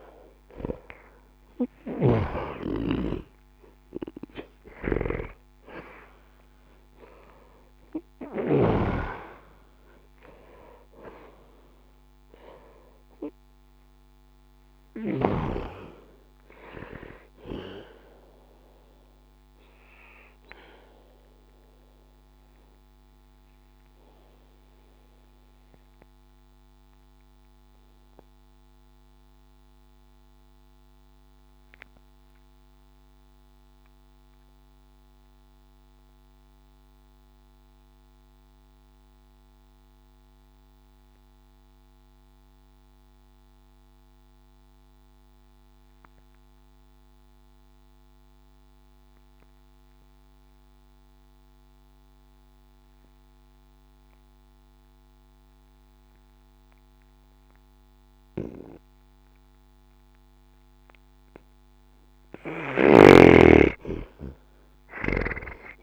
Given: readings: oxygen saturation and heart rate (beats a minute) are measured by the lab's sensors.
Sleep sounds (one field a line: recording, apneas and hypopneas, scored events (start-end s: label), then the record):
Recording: breathing in sleep by a microphone on the trachea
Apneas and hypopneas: 1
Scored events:
0.00-2.00 s: snoring (device-marked)
0.00-40.00 s: oxygen desaturation (device-marked, oxygen 77% lowest, heart rate 60 extreme)
18.50-61.00 s: obstructive apnea (oxygen 97% before, 77% lowest, heart rate 96 before, 60 extreme, up 60 after)
60.00-65.83 s: oxygen desaturation (device-marked, oxygen 98% before, 78% lowest, heart rate 60 before, 60 extreme)
62.50-65.83 s: snoring (device-marked)
From the record:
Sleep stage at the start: N2 (light sleep)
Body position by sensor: on the back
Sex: male